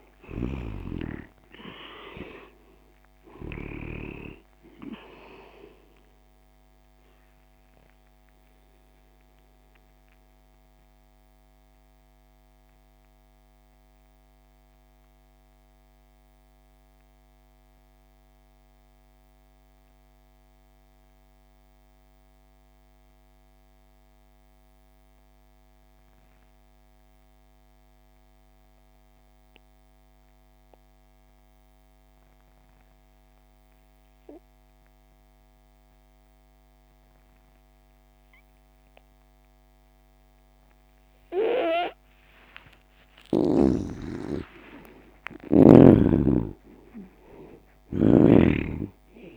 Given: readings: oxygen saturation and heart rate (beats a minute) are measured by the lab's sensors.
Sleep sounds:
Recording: breathing in sleep by a microphone on the trachea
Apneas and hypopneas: 1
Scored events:
0.00-3.00 s: snoring (device-marked)
0.00-22.00 s: oxygen desaturation (device-marked, oxygen 71% lowest)
8.00-42.50 s: mixed apnea (oxygen 97% before, 71% lowest)
36.00-49.37 s: oxygen desaturation (device-marked, oxygen 98% before, 74% lowest)
44.00-49.37 s: arousal
From the record:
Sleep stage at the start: N2 (light sleep)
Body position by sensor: on the back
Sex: male

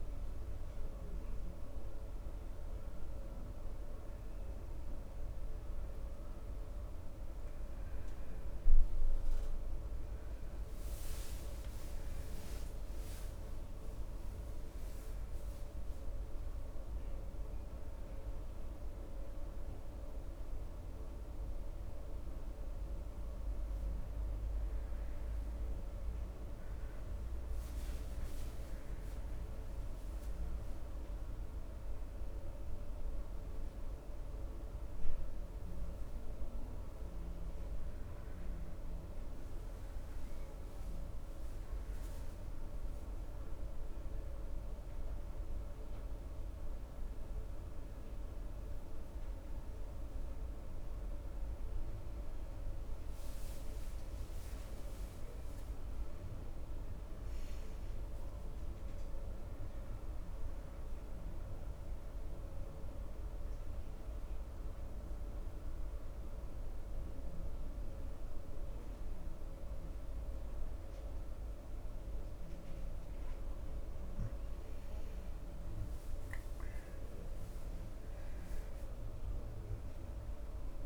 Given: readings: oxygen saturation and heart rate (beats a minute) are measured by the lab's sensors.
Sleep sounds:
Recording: breathing in sleep, hard to hear, by a room microphone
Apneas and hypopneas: 2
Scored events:
3.50-18.50 s: oxygen desaturation (device-marked, oxygen 95% before, 91% lowest, heart rate 70 before, 68 extreme)
33.00-36.50 s: arousal
42.00-53.00 s: hypopnea (oxygen 98% before, 92% lowest, heart rate 70 before, 66 extreme, up 4 after)
55.00-58.50 s: arousal
63.50-76.00 s: obstructive apnea (oxygen 98% before, 92% lowest, heart rate 69 before, 68 extreme, up 8 after)
From the record:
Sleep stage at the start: N2 (light sleep)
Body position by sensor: on the front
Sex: male

